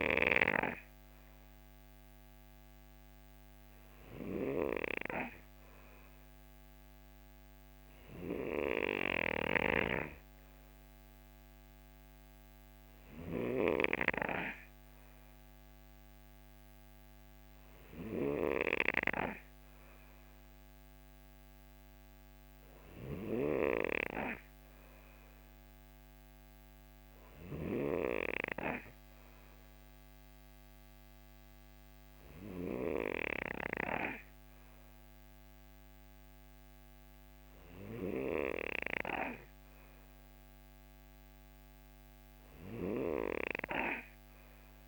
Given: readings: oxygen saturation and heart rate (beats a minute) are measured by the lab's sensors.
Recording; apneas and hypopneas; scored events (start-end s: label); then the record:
breathing in sleep by a microphone on the trachea; none
none scored
From the record:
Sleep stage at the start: N2 (light sleep); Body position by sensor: on the right side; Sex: male